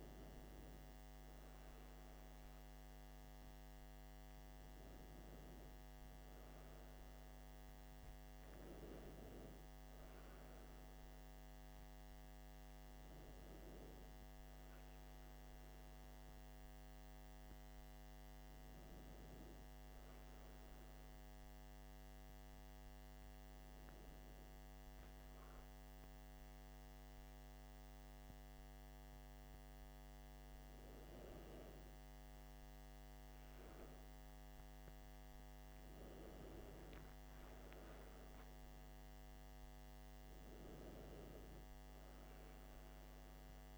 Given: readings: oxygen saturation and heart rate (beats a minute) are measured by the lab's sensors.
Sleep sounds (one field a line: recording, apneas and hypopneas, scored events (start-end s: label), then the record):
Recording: breathing in sleep, hard to hear, by a microphone on the trachea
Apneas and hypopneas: none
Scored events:
36.00-40.00 s: arousal
From the record:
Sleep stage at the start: N1 (lightest sleep)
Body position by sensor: on the back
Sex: male